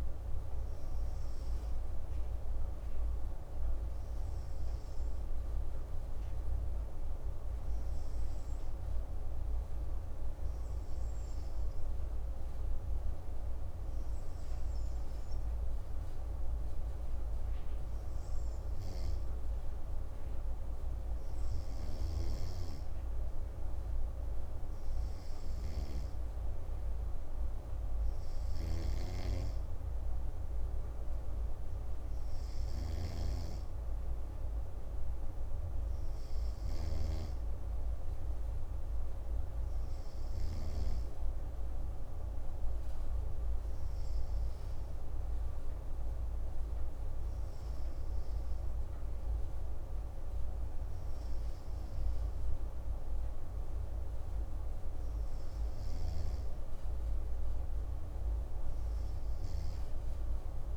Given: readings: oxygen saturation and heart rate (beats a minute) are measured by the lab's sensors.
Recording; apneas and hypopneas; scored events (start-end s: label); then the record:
breathing in sleep, hard to hear, by a room microphone; none
32.50-37.00 s: snoring (device-marked)
From the record:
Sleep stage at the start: N2 (light sleep); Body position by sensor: on the right side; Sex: male